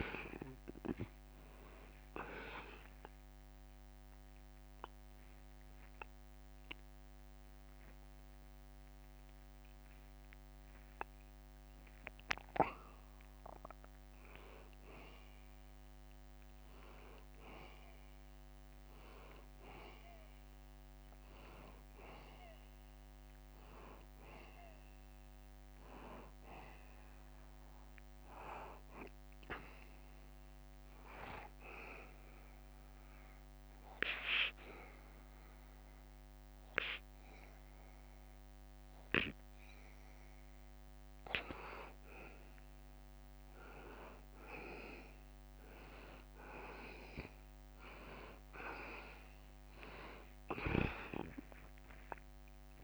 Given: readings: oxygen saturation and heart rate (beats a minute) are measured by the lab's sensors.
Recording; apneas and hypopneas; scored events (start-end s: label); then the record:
breathing in sleep by a microphone on the trachea; 2
2.00-15.00 s: oxygen desaturation (device-marked, oxygen 94% before, 90% lowest, heart rate 79 before, 77 extreme)
2.00-17.00 s: drop in pulse transit time (device-marked, heart rate 79 before, 81 extreme)
3.50-14.50 s: obstructive apnea (oxygen 94% before, 90% lowest, heart rate 79 before, 77 extreme, up 0 after)
18.00-22.00 s: arousal
30.50-44.00 s: obstructive apnea (oxygen 94% before, 90% lowest, heart rate 82 before, 76 extreme, up 2 after)
51.00-52.84 s: arousal
From the record:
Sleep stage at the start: N2 (light sleep); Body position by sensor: on the back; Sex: male